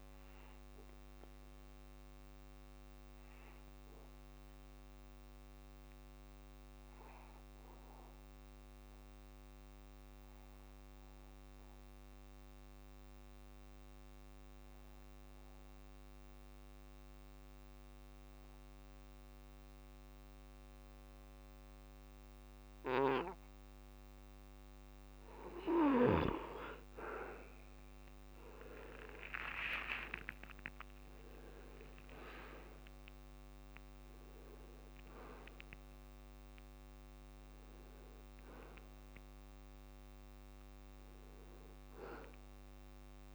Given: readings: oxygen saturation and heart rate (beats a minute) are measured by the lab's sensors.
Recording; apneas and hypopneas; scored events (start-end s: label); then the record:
breathing in sleep by a microphone on the trachea; 1
0.00-6.00 s: oxygen desaturation (device-marked, oxygen 84% lowest, heart rate 65 extreme)
2.00-25.50 s: obstructive apnea (oxygen 97% before, 85% lowest, heart rate 72 before, 65 extreme)
23.00-43.35 s: oxygen desaturation (device-marked, oxygen 98% before, 85% lowest, heart rate 66 before, 65 extreme)
27.50-32.00 s: arousal
From the record:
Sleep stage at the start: N2 (light sleep); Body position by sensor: on the back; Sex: male